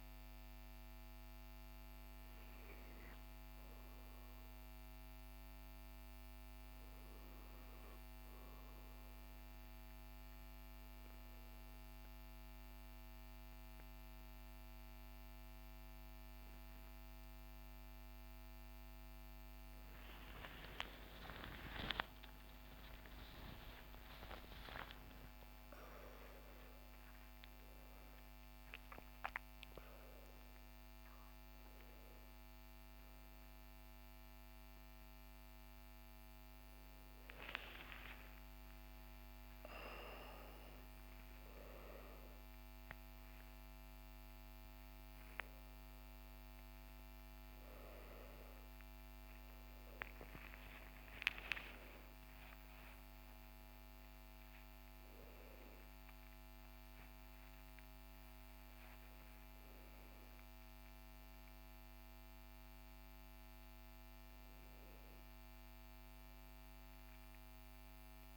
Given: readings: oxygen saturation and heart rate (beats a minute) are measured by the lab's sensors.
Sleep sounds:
a person awake in a sleep study, by a microphone on the trachea; none
31.00-68.37 s: new sleep stage, awake
From the record:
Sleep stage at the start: N1 (lightest sleep); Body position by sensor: on the back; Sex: male

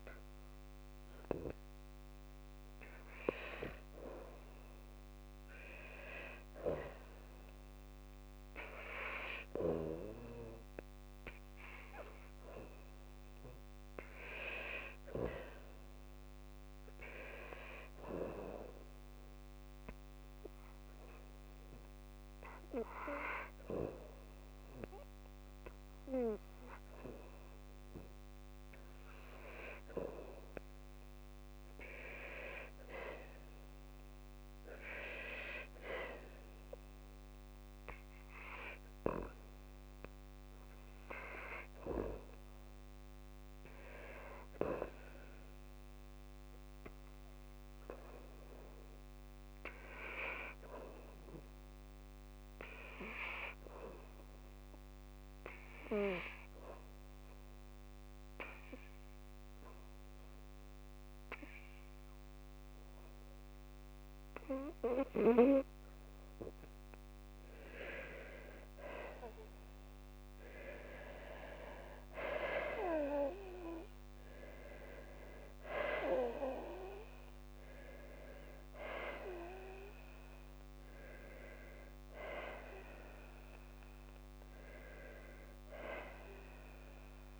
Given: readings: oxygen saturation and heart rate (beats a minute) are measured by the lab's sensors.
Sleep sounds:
breathing in sleep by a microphone on the trachea; none
7.00-11.00 s: oxygen desaturation (device-marked, oxygen 97% before, 96% lowest, heart rate 57 before, 58 extreme)
From the record:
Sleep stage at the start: N2 (light sleep); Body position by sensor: on the back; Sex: female

